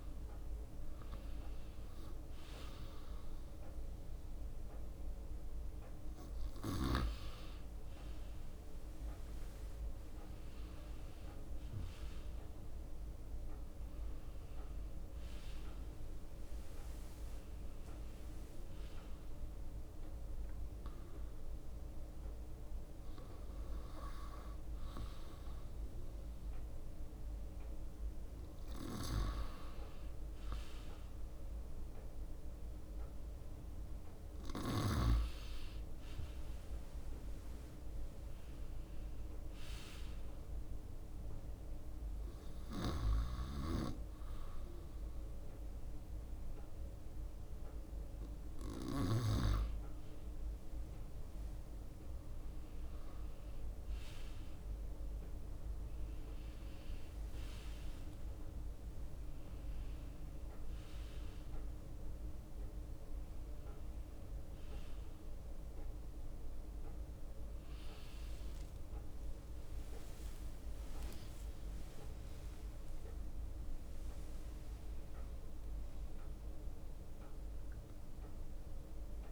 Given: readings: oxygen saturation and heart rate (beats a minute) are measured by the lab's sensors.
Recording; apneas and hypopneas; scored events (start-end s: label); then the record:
breathing in sleep by a room microphone; 1
0.00-2.50 s: drop in pulse transit time (device-marked, heart rate 63 extreme)
0.00-4.00 s: leg movement (device-marked)
7.50-15.00 s: leg movement (device-marked)
12.00-16.00 s: arousal
13.50-22.50 s: drop in pulse transit time (device-marked, heart rate 70 before, 71 extreme)
15.50-21.50 s: leg movement (device-marked)
19.00-30.00 s: hypopnea (oxygen 97% before, 95% lowest, heart rate 71 before, 64 extreme, up 1 after)
33.00-36.50 s: arousal
35.50-45.50 s: leg movement (device-marked)
68.00-70.00 s: long interval between heartbeats (device-marked, heart rate 68 before, 78 extreme)
68.50-71.50 s: tachycardia (device-marked, heart rate 66 before, 100 extreme)
68.50-74.00 s: arousal
70.00-72.00 s: long interval between heartbeats (device-marked, heart rate 69 before, 86 extreme)
78.00-79.32 s: leg movement (device-marked)
From the record:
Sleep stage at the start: N2 (light sleep); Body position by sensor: on the right side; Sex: male